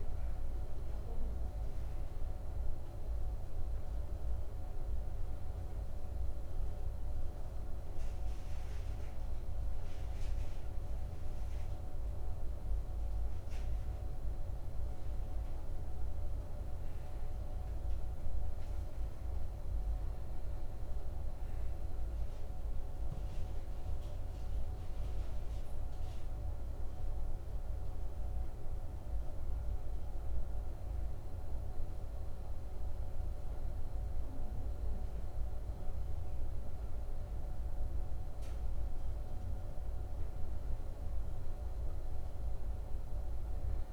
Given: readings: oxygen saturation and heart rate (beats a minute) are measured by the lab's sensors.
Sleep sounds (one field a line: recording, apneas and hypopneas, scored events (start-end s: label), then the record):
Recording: a person awake in a sleep study, hard to hear, by a room microphone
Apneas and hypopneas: none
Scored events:
none scored
From the record:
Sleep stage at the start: awake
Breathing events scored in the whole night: 366 in 3.5 hours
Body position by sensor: on the back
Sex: male